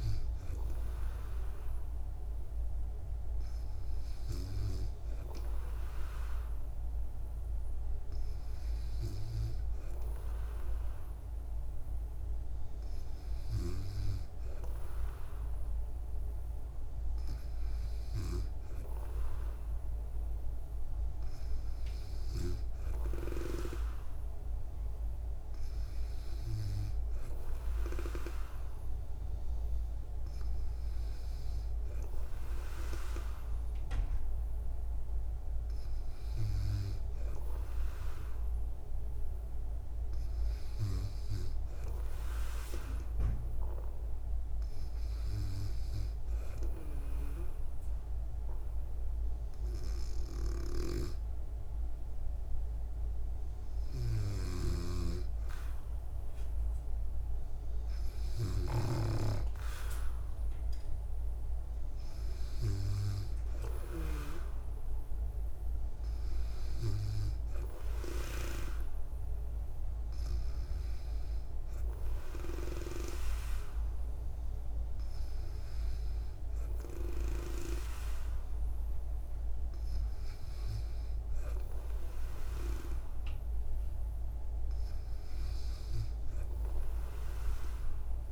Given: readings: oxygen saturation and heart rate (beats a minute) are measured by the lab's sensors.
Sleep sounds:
breathing in sleep by a room microphone; none
54.50-59.00 s: snoring (device-marked)
From the record:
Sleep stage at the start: N2 (light sleep); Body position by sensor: on the back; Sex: female

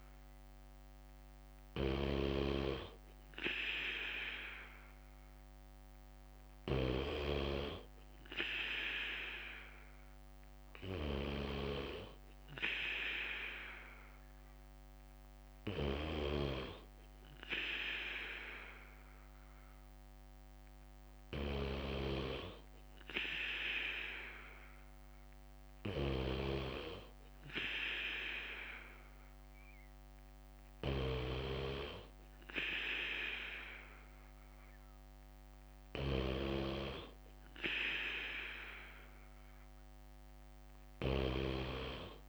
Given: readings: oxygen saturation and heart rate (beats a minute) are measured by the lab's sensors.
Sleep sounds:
breathing in sleep by a microphone on the trachea; none
0.00-9.00 s: bradycardia (device-marked, heart rate 57 extreme)
11.00-21.00 s: bradycardia (device-marked, heart rate 59 before, 58 extreme)
From the record:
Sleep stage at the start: N3 (deep sleep); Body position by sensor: on the back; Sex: male

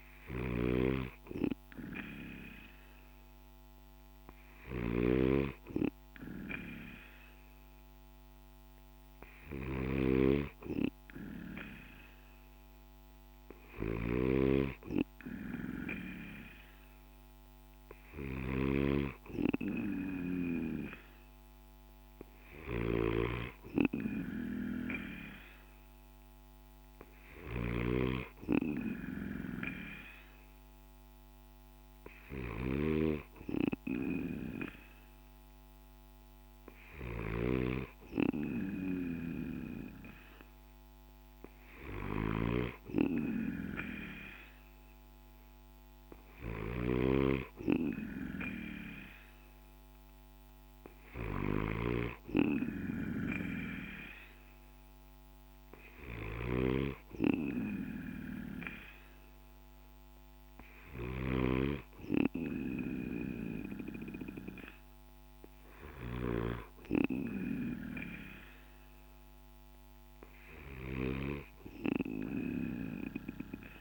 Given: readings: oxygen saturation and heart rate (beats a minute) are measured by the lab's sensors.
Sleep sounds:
breathing in sleep by a microphone on the trachea; none
0.00-73.81 s: snoring (device-marked)
72.50-73.81 s: drop in pulse transit time (device-marked, heart rate 58 before, 55 extreme)
From the record:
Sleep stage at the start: N2 (light sleep); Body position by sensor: on the back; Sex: male

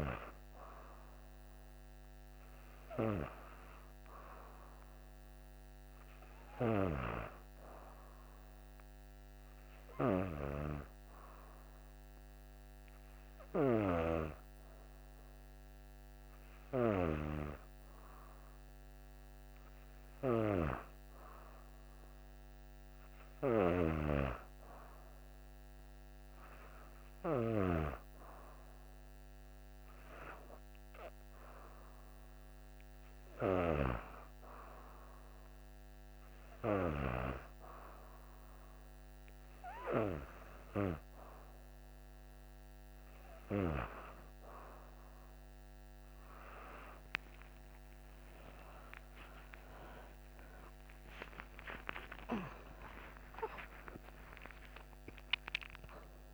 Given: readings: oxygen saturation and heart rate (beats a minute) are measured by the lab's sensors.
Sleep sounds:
breathing in sleep by a microphone on the trachea; 1
9.50-20.50 s: hypopnea (oxygen 93% before, 88% lowest, heart rate 65 before, 60 extreme, up 5 after)
22.00-26.00 s: arousal
35.00-56.34 s: new sleep stage, N1 (lightest sleep)
49.50-55.00 s: arousal
54.00-56.34 s: oxygen desaturation (device-marked, oxygen 91% before, 88% lowest)
From the record:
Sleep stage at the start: N2 (light sleep); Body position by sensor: on the back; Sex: female

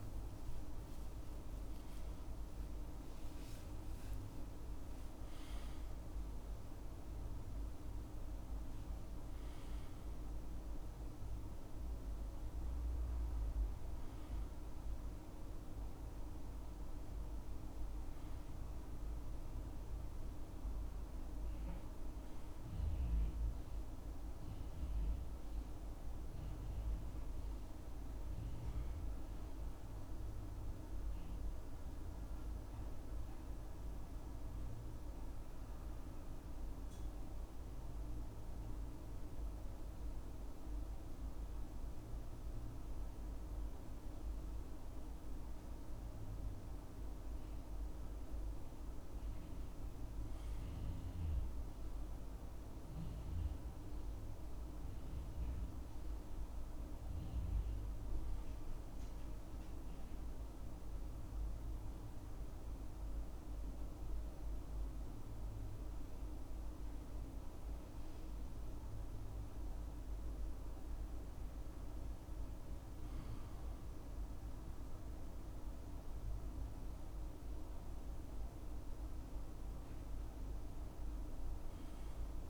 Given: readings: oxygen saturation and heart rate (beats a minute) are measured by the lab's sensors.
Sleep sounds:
breathing in sleep, hard to hear, by a room microphone; 2
0.00-20.50 s: oxygen desaturation (device-marked, oxygen 85% lowest, heart rate 67 extreme)
25.50-82.50 s: new sleep stage, N2 (light sleep)
38.50-49.00 s: central apnea (oxygen 99% before, 92% lowest, heart rate 72 before, 66 extreme, up 3 after)
45.50-69.50 s: oxygen desaturation (device-marked, oxygen 99% before, 92% lowest, heart rate 70 before, 66 extreme)
51.50-54.00 s: arousal
59.50-71.00 s: central apnea (oxygen 99% before, 86% lowest, heart rate 68 before, 66 extreme, up 1 after)
73.50-76.50 s: arousal
From the record:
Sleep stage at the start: N1 (lightest sleep); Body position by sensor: on the back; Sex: male

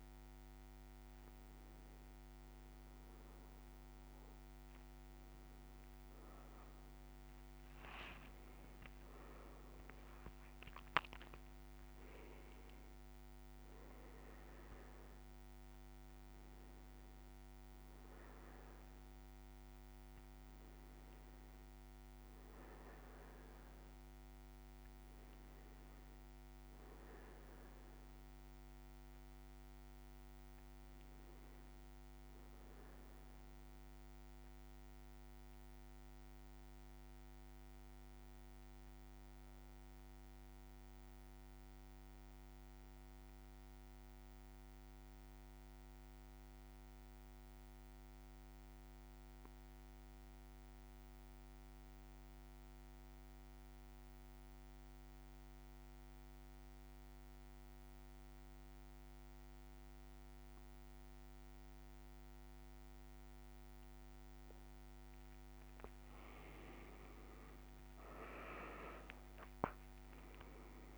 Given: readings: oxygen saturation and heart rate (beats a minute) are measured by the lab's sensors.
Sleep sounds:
breathing in sleep, hard to hear, by a microphone on the trachea; 1
6.50-11.00 s: arousal
33.50-65.00 s: central apnea (oxygen 99% before, 91% lowest, heart rate 59 before, 54 extreme, up 7 after)
61.50-70.98 s: oxygen desaturation (device-marked, oxygen 99% before, 91% lowest, heart rate 55 before, 56 extreme)
67.00-70.98 s: arousal
From the record:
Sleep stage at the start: REM sleep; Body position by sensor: on the back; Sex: male

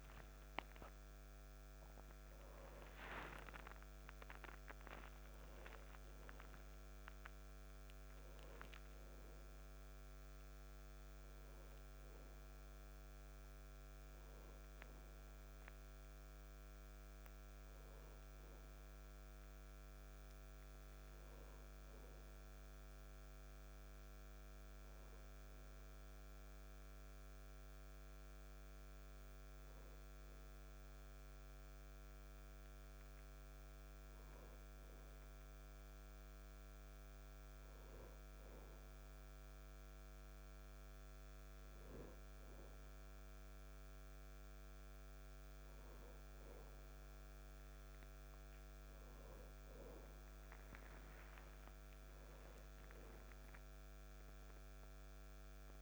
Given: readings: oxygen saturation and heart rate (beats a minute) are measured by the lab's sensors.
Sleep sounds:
a person awake in a sleep study, hard to hear, by a microphone on the trachea; none
none scored
From the record:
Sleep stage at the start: awake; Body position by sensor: on the back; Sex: male

